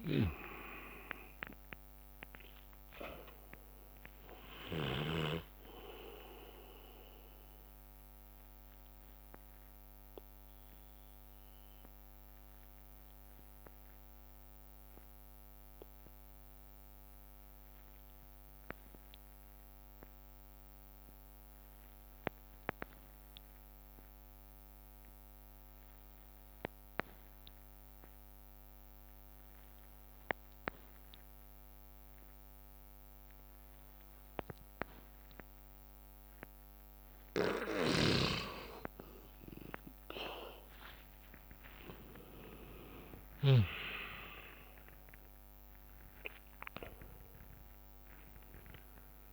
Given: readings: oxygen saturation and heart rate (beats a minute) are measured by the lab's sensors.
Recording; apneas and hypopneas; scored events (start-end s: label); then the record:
breathing in sleep by a microphone on the trachea; 1
0.00-2.00 s: long interval between heartbeats (device-marked, heart rate 60 before, 86 extreme)
0.00-3.50 s: arousal
0.00-5.00 s: snoring (device-marked)
0.00-9.00 s: drop in pulse transit time (device-marked, heart rate 63 extreme)
0.00-17.00 s: oxygen desaturation (device-marked, oxygen 88% lowest, heart rate 56 extreme)
8.00-19.00 s: bradycardia (device-marked, heart rate 65 before, 56 extreme)
10.00-38.50 s: obstructive apnea (oxygen 99% before, 86% lowest, heart rate 71 before, 53 extreme)
25.00-35.00 s: bradycardia (device-marked, heart rate 65 before, 57 extreme)
34.00-49.33 s: oxygen desaturation (device-marked, oxygen 98% before, 86% lowest, heart rate 59 before, 53 extreme)
38.00-44.00 s: snoring (device-marked)
39.00-41.00 s: long interval between heartbeats (device-marked, heart rate 59 before, 70 extreme)
39.00-45.00 s: tachycardia (device-marked, heart rate 65 before, 127 extreme)
40.50-45.00 s: arousal
41.00-49.33 s: drop in pulse transit time (device-marked, heart rate 61 before, 65 extreme)
44.00-46.00 s: long interval between heartbeats (device-marked, heart rate 68 before, 114 extreme)
From the record:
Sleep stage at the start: N2 (light sleep); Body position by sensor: on the back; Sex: male